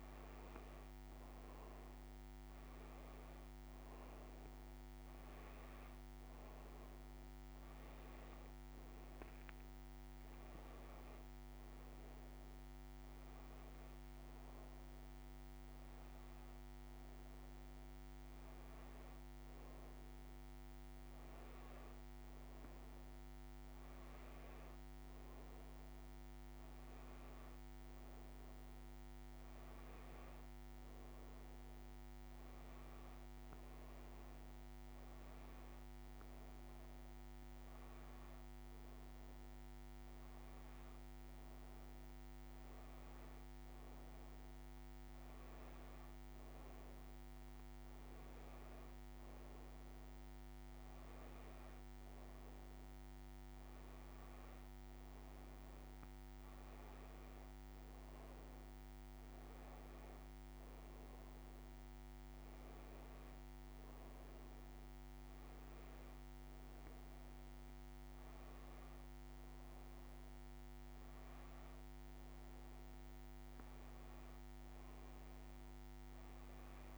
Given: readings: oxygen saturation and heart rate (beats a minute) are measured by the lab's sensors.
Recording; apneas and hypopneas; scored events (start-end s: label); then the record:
breathing in sleep, hard to hear, by a microphone on the trachea; none
none scored
From the record:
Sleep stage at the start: N2 (light sleep); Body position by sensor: on the back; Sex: female